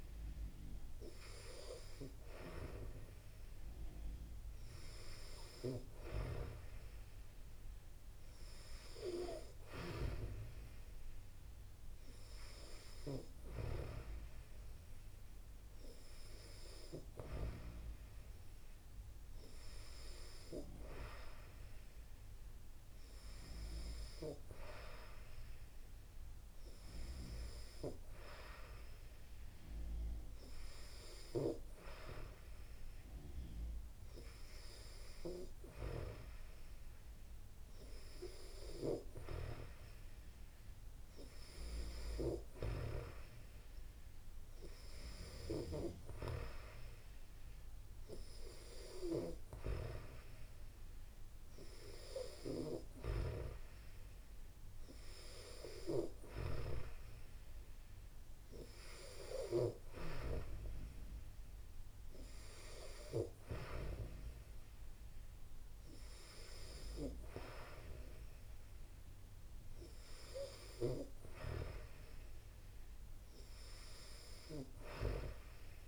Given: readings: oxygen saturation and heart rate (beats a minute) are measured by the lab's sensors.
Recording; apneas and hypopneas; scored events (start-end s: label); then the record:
breathing in sleep by a room microphone; none
none scored
From the record:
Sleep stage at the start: N2 (light sleep); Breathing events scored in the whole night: 25 in 6.3 hours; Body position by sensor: on the back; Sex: female